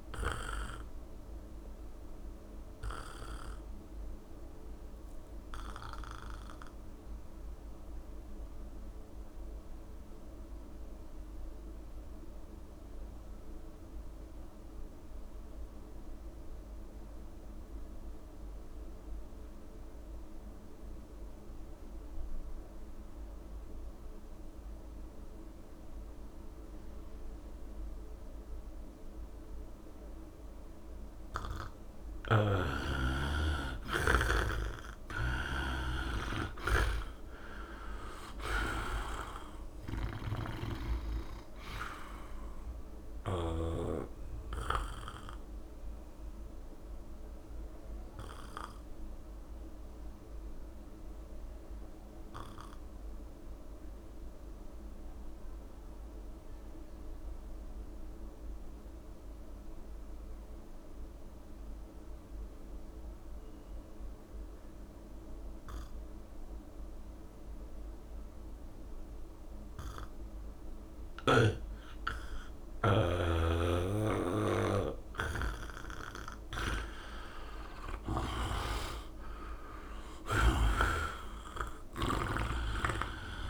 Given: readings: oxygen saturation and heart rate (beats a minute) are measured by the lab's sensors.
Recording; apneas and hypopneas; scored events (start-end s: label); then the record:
breathing in sleep by a room microphone; 2
0.00-15.50 s: oxygen desaturation (device-marked, oxygen 79% lowest, heart rate 67 extreme)
0.50-32.50 s: obstructive apnea (oxygen 98% before, 76% lowest, heart rate 73 before, 70 extreme, up 18 after)
29.50-57.50 s: oxygen desaturation (device-marked, oxygen 97% before, 77% lowest, heart rate 72 before, 69 extreme)
38.00-41.00 s: arousal
38.50-40.50 s: long interval between heartbeats (device-marked, heart rate 73 before, 87 extreme)
44.00-75.00 s: obstructive apnea (oxygen 97% before, 75% lowest, heart rate 76 before, 66 extreme, up 14 after)
66.50-83.50 s: oxygen desaturation (device-marked, oxygen 98% before, 75% lowest, heart rate 73 before, 66 extreme)
73.50-83.50 s: snoring (device-marked)
77.50-81.00 s: arousal
78.00-80.00 s: long interval between heartbeats (device-marked, heart rate 71 before, 83 extreme)
From the record:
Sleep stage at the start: N2 (light sleep); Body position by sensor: on the back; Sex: male